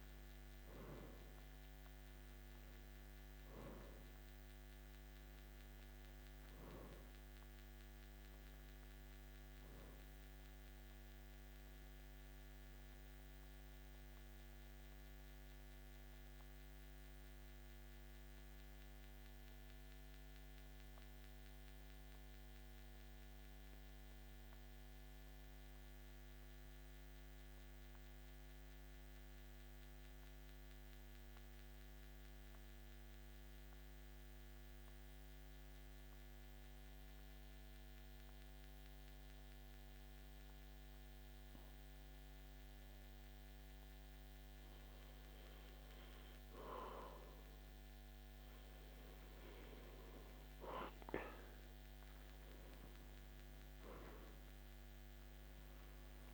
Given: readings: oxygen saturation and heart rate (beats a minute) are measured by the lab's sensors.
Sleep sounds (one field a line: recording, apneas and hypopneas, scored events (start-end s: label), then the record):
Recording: breathing in sleep, hard to hear, by a microphone on the trachea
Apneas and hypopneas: 1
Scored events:
7.50-17.50 s: oxygen desaturation (device-marked, oxygen 93% before, 89% lowest, heart rate 57 before, 52 extreme)
13.00-46.50 s: mixed apnea (oxygen 94% before, 88% lowest, heart rate 55 before, 51 extreme, up 1 after)
19.50-30.50 s: oxygen desaturation (device-marked, oxygen 93% before, 89% lowest, heart rate 54 before, 51 extreme)
49.00-53.50 s: arousal
From the record:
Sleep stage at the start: N2 (light sleep)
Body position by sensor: on the back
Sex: male